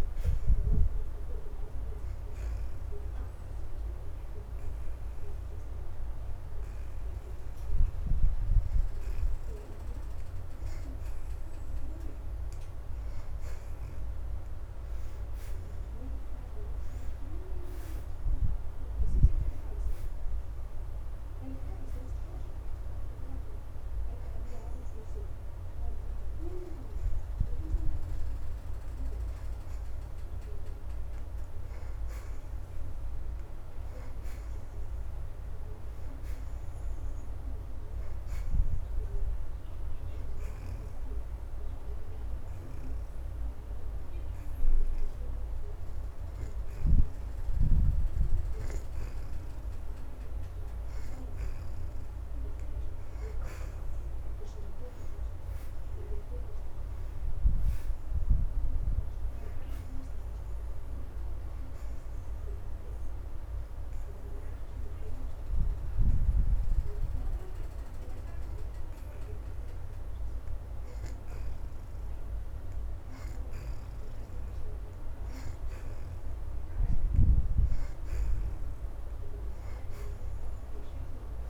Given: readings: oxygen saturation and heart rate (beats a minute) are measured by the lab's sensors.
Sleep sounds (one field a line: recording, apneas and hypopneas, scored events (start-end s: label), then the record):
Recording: breathing in sleep by a room microphone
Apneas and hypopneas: 3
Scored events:
2.00-13.50 s: hypopnea (oxygen 75% before, 61% lowest, heart rate 82 before, 78 extreme, up 7 after)
6.00-18.00 s: oxygen desaturation (device-marked, oxygen 72% before, 68% lowest, heart rate 83 before, 78 extreme)
15.00-19.50 s: arousal
25.00-38.00 s: oxygen desaturation (device-marked, oxygen 78% before, 62% lowest, heart rate 84 before, 78 extreme)
40.50-50.50 s: hypopnea (oxygen 78% before, 61% lowest, heart rate 83 before, 78 extreme, up 4 after)
53.50-57.50 s: arousal
62.50-73.00 s: hypopnea (oxygen 77% before, 61% lowest, heart rate 83 before, 78 extreme, up 5 after)
64.00-79.00 s: oxygen desaturation (device-marked, oxygen 77% before, 61% lowest, heart rate 83 before, 78 extreme)
78.00-81.50 s: arousal
From the record:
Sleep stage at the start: N2 (light sleep)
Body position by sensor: on the back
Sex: female